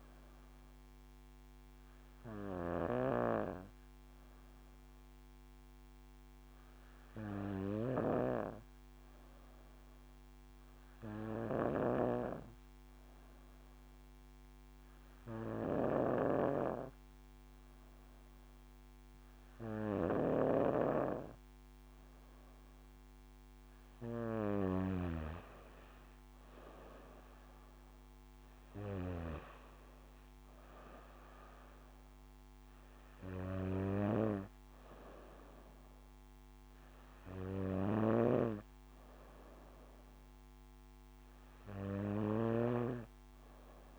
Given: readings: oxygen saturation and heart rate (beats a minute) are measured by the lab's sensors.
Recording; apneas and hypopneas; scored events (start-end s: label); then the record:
breathing in sleep by a microphone on the trachea; 1
2.50-23.50 s: obstructive apnea (oxygen 97% before, 93% lowest, heart rate 61 before, 55 extreme, up 7 after)
19.50-43.99 s: oxygen desaturation (device-marked, oxygen 97% before, 93% lowest, heart rate 62 before, 55 extreme)
26.00-29.50 s: arousal
38.00-43.00 s: snoring (device-marked)
From the record:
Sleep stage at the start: N2 (light sleep); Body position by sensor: on the back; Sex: female